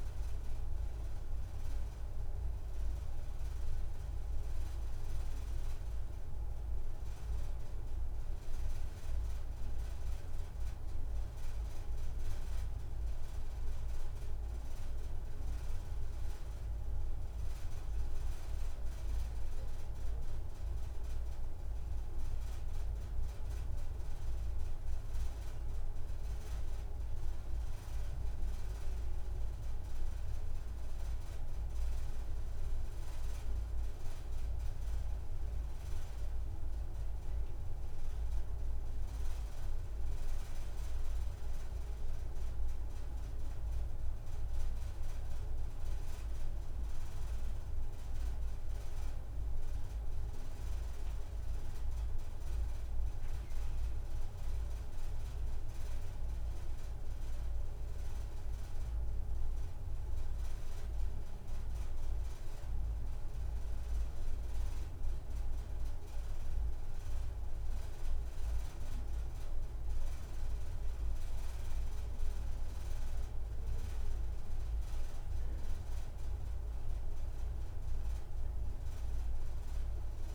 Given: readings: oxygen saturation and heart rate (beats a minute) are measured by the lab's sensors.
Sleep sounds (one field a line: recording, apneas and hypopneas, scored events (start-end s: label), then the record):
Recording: breathing in sleep, hard to hear, by a room microphone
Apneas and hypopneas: none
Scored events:
none scored
From the record:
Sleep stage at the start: N2 (light sleep)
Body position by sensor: on the right side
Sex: female